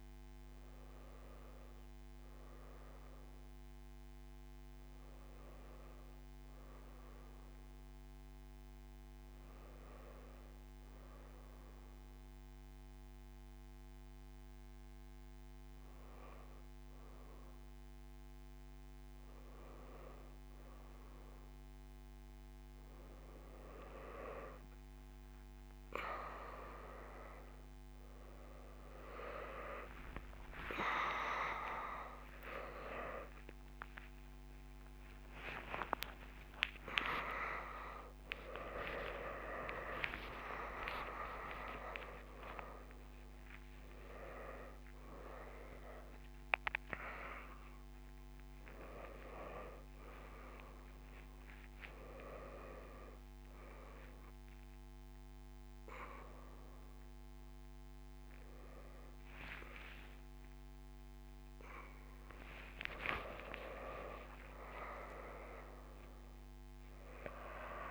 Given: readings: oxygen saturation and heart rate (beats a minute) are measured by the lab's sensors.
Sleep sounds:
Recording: a person awake in a sleep study, by a microphone on the trachea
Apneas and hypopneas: none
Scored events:
6.50-10.50 s: tachycardia (device-marked, heart rate 34 before, 106 extreme)
8.50-67.91 s: new sleep stage, awake
From the record:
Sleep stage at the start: N2 (light sleep)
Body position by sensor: on the back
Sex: female

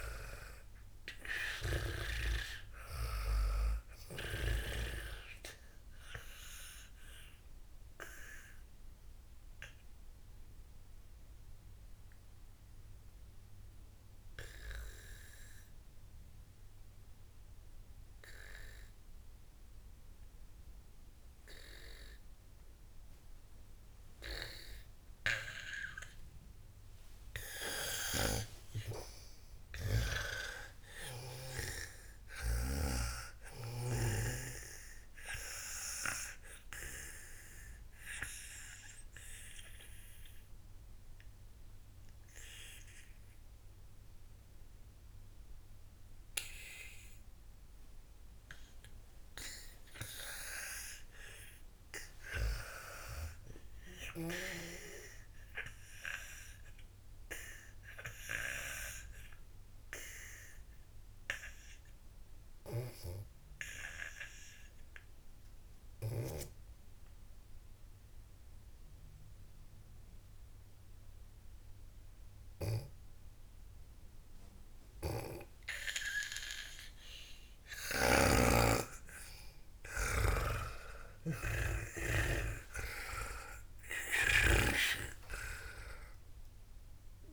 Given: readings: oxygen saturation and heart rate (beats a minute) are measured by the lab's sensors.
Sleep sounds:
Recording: breathing in sleep by a room microphone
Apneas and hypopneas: 3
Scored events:
0.00-1.50 s: arousal
0.00-2.50 s: snoring (device-marked)
0.00-20.50 s: oxygen desaturation (device-marked, oxygen 92% lowest, heart rate 55 extreme)
7.00-28.00 s: obstructive apnea (oxygen 98% before, 92% lowest, heart rate 84 before, 55 extreme, up 32 after)
28.50-32.00 s: snoring (device-marked)
29.00-32.50 s: arousal
36.50-50.00 s: obstructive apnea (oxygen 98% before, 89% lowest, heart rate 68 before, 57 extreme, up 31 after)
36.50-52.50 s: oxygen desaturation (device-marked, oxygen 98% before, 94% lowest, heart rate 68 before, 57 extreme)
52.00-55.50 s: arousal
57.50-76.00 s: obstructive apnea (oxygen 98% before, 89% lowest, heart rate 67 before, 59 extreme, up 55 after)
63.00-67.00 s: snoring (device-marked)
75.50-87.33 s: snoring (device-marked)
80.50-85.00 s: arousal
83.50-87.33 s: oxygen desaturation (device-marked, oxygen 96% before, 89% lowest, heart rate 71 before, 58 extreme)
From the record:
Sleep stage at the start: N2 (light sleep)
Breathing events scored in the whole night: 264 in 3.9 hours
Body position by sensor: on the back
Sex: female

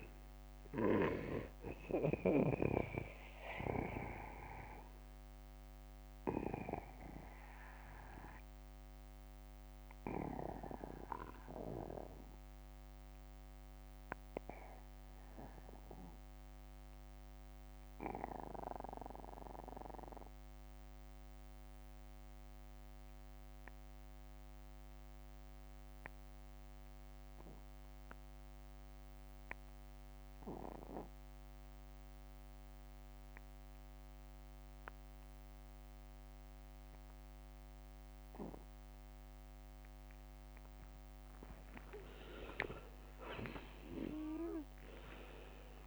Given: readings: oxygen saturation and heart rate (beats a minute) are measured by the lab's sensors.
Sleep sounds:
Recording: breathing in sleep by a microphone on the trachea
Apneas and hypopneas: 1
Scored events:
0.00-22.50 s: oxygen desaturation (device-marked, oxygen 76% lowest, heart rate 44 extreme)
1.00-41.50 s: obstructive apnea (oxygen 91% before, 73% lowest, heart rate 60 before, 44 extreme, up 31 after)
6.00-8.00 s: long interval between heartbeats (device-marked, heart rate 61 before, 66 extreme)
9.00-11.00 s: long interval between heartbeats (device-marked, heart rate 62 before, 60 extreme)
37.50-45.87 s: oxygen desaturation (device-marked, oxygen 96% before, 82% lowest, heart rate 50 before, 46 extreme)
41.50-43.50 s: long interval between heartbeats (device-marked, heart rate 49 before, 58 extreme)
44.00-45.87 s: arousal
From the record:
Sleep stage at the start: N2 (light sleep)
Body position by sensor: on the back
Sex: male

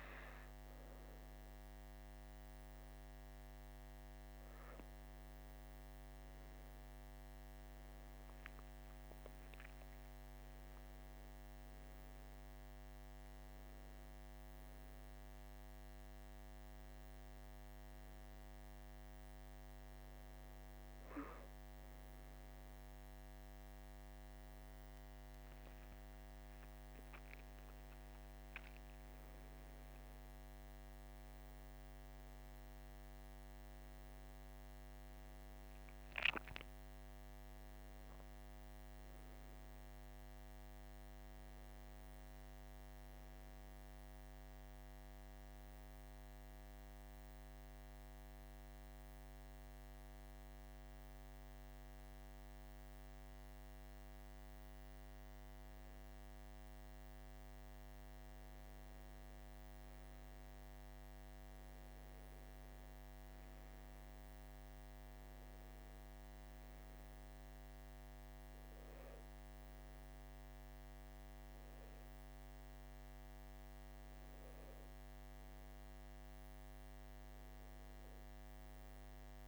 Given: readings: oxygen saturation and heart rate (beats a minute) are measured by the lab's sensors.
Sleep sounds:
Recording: breathing in sleep, hard to hear, by a microphone on the trachea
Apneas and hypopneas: 1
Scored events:
24.50-29.00 s: arousal
47.00-58.00 s: hypopnea (oxygen 98% before, 95% lowest, heart rate 58 before, 49 extreme, up 4 after)
59.50-64.00 s: arousal
63.00-79.48 s: oxygen desaturation (device-marked, oxygen 98% before, 95% lowest, heart rate 51 before, 49 extreme)
From the record:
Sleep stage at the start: N2 (light sleep)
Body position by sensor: on the right side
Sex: male

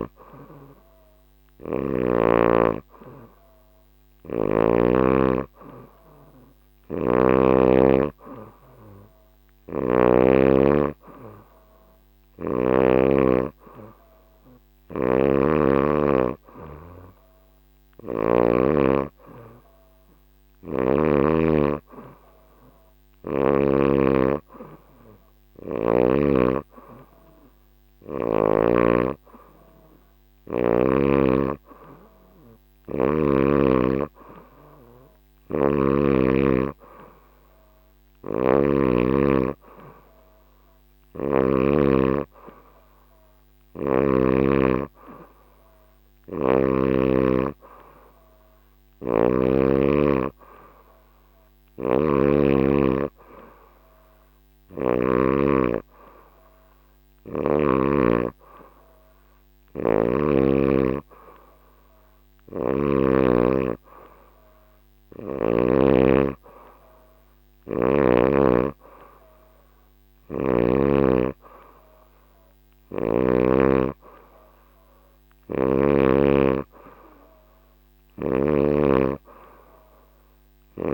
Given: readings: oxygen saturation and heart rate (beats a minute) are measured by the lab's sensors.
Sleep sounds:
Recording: breathing in sleep by a microphone on the trachea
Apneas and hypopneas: none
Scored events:
1.00-4.50 s: snoring (device-marked)
9.00-12.50 s: snoring (device-marked)
14.50-18.00 s: snoring (device-marked)
20.00-23.50 s: snoring (device-marked)
40.50-44.00 s: snoring (device-marked)
51.00-57.50 s: snoring (device-marked)
62.00-65.50 s: snoring (device-marked)
77.50-80.94 s: snoring (device-marked)
From the record:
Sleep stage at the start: N3 (deep sleep)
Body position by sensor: on the back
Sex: female

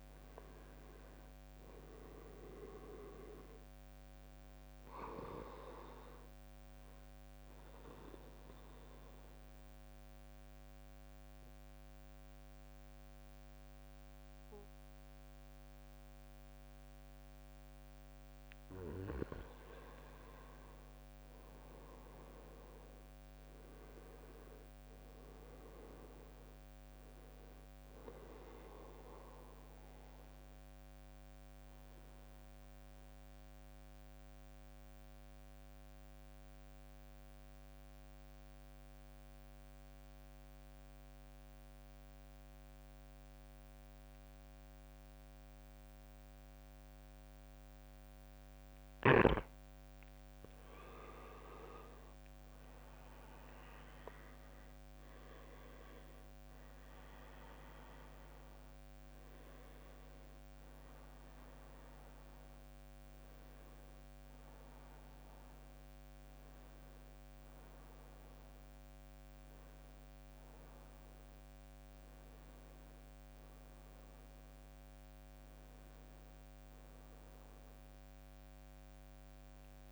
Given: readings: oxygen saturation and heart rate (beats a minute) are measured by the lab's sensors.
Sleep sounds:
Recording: breathing in sleep by a microphone on the trachea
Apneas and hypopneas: 2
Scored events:
0.00-1.00 s: arousal
0.50-17.50 s: oxygen desaturation (device-marked, oxygen 99% before, 91% lowest, heart rate 59 before, 52 extreme)
7.00-19.50 s: mixed apnea (oxygen 99% before, 91% lowest, heart rate 63 before, 52 extreme, up 15 after)
21.50-25.00 s: arousal
32.50-49.50 s: mixed apnea (oxygen 98% before, 91% lowest, heart rate 60 before, 53 extreme, up 15 after)
51.50-55.00 s: arousal
51.50-74.50 s: oxygen desaturation (device-marked, oxygen 98% before, 91% lowest, heart rate 57 before, 58 extreme)
53.50-79.50 s: drop in pulse transit time (device-marked, heart rate 58 before, 61 extreme)
76.00-79.00 s: arousal
From the record:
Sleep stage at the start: N2 (light sleep)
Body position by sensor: on the back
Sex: male

